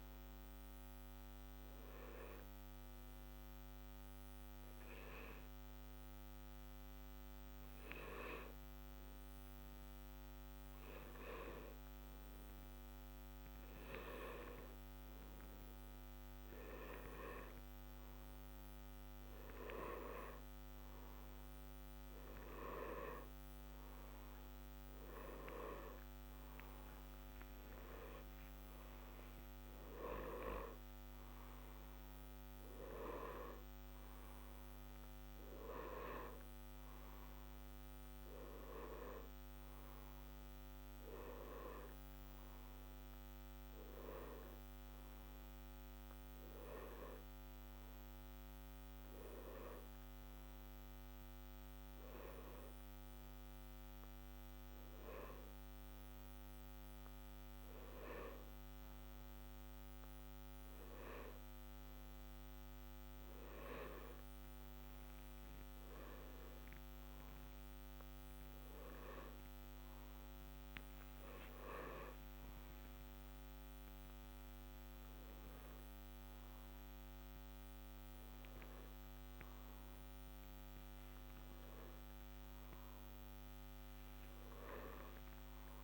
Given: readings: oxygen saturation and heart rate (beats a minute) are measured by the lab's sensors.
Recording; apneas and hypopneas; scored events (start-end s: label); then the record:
a person partly awake in a sleep study, by a microphone on the trachea; 2
1.50-12.50 s: obstructive apnea (oxygen 92% before, 89% lowest, heart rate 64 before, 60 extreme, up 1 after)
23.00-28.00 s: arousal
25.00-39.00 s: oxygen desaturation (device-marked, oxygen 92% before, 89% lowest, heart rate 60 before, 60 extreme)
49.00-62.50 s: hypopnea (oxygen 92% before, 90% lowest, heart rate 70 before, 60 extreme, up 10 after)
61.00-85.84 s: new sleep stage, awake
From the record:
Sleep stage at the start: N1 (lightest sleep); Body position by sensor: on the left side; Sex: male